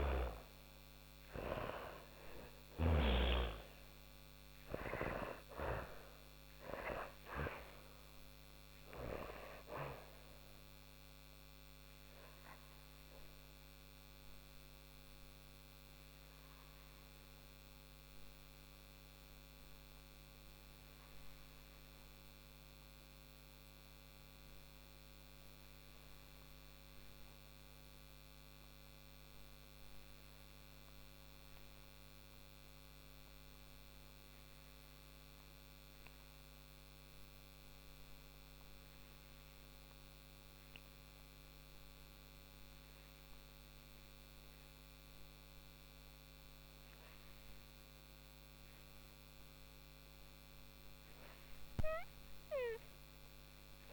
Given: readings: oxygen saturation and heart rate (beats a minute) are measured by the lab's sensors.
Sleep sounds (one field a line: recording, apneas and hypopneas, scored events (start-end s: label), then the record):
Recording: breathing in sleep by a microphone on the trachea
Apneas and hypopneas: 1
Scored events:
0.00-1.00 s: snoring (device-marked)
0.00-3.00 s: arousal
0.00-30.50 s: oxygen desaturation (device-marked, oxygen 86% lowest, heart rate 38 extreme)
5.50-48.50 s: obstructive apnea (oxygen 99% before, 85% lowest, heart rate 101 before, 38 extreme)
44.50-53.93 s: oxygen desaturation (device-marked, oxygen 99% before, 85% lowest, heart rate 53 before, 38 extreme)
From the record:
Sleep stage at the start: N2 (light sleep)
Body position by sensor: on the back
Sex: female